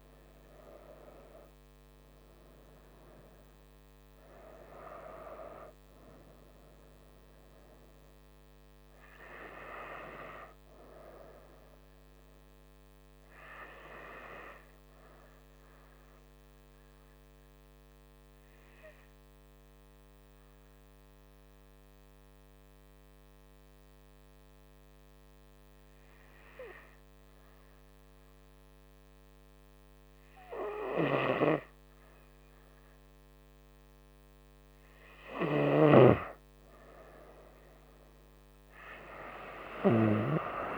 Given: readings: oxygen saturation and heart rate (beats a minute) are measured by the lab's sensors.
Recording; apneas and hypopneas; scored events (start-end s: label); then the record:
breathing in sleep by a microphone on the trachea; 1
13.50-34.00 s: hypopnea (oxygen 98% before, 94% lowest, heart rate 69 before, 65 extreme, up 2 after)
38.00-40.50 s: arousal
From the record:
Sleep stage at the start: N2 (light sleep); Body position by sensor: on the front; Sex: female